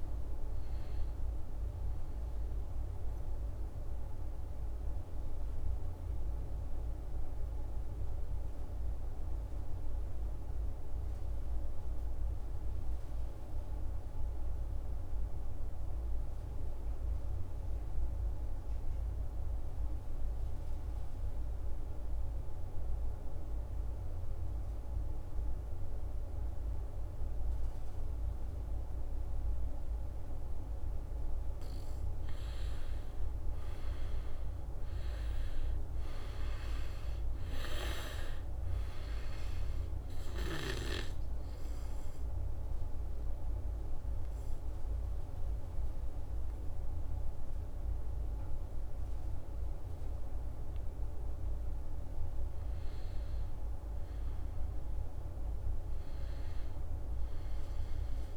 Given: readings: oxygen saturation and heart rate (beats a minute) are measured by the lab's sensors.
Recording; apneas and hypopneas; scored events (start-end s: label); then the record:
breathing in sleep, hard to hear, by a room microphone; 2
0.00-17.00 s: oxygen desaturation (device-marked, oxygen 87% lowest, heart rate 61 extreme)
2.00-30.50 s: mixed apnea (oxygen 99% before, 87% lowest, heart rate 71 before, 61 extreme, up 13 after)
32.00-36.50 s: arousal
33.00-58.37 s: oxygen desaturation (device-marked, oxygen 98% before, 88% lowest, heart rate 65 before, 64 extreme)
41.00-51.00 s: obstructive apnea (oxygen 99% before, 87% lowest, heart rate 67 before, 64 extreme, up 1 after)
52.00-55.50 s: arousal
From the record:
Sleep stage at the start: N2 (light sleep); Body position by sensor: on the back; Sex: male